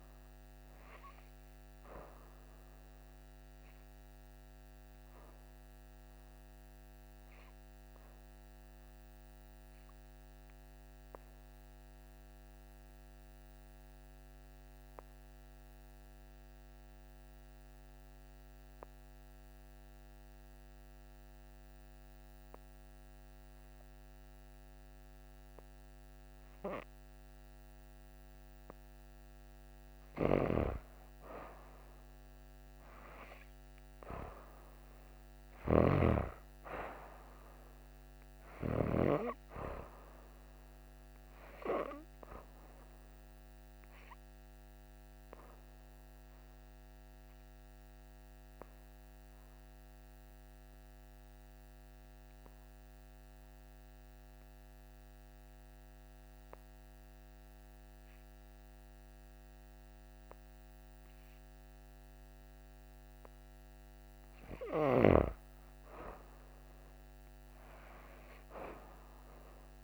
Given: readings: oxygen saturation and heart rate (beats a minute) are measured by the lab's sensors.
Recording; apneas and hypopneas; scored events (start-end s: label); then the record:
breathing in sleep by a microphone on the trachea; 2
0.00-23.00 s: oxygen desaturation (device-marked, oxygen 87% lowest, heart rate 56 extreme)
1.50-29.00 s: obstructive apnea (oxygen 98% before, 87% lowest, heart rate 64 before, 56 extreme, up 12 after)
29.00-32.50 s: arousal
30.00-39.00 s: snoring (device-marked)
37.00-61.00 s: oxygen desaturation (device-marked, oxygen 97% before, 87% lowest, heart rate 63 before, 59 extreme)
44.50-63.00 s: obstructive apnea (oxygen 98% before, 87% lowest, heart rate 66 before, 59 extreme, up 11 after)
64.50-69.84 s: snoring (device-marked)
65.50-69.00 s: arousal
From the record:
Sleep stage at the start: N2 (light sleep); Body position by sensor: on the back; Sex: female